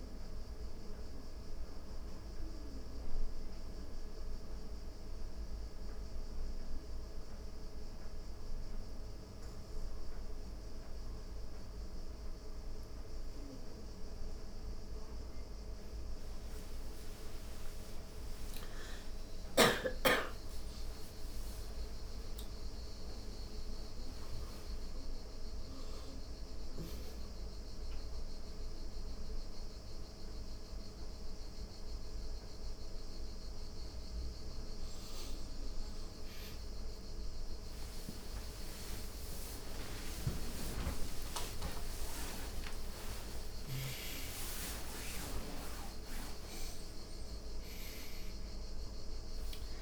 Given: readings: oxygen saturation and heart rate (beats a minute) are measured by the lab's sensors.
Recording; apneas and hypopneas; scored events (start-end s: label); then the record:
a person awake in a sleep study, by a room microphone; 1
2.50-13.00 s: hypopnea (oxygen 94% before, 93% lowest, heart rate 101 before, 90 extreme, up 34 after)
11.00-49.82 s: new sleep stage, awake
23.00-36.00 s: oxygen desaturation (device-marked, oxygen 98% before, 94% lowest, heart rate 98 before, 94 extreme)
48.00-49.82 s: oxygen desaturation (device-marked, oxygen 98% before, 94% lowest, heart rate 115 before, 93 extreme)
From the record:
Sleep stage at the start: N2 (light sleep); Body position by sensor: on the right side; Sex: female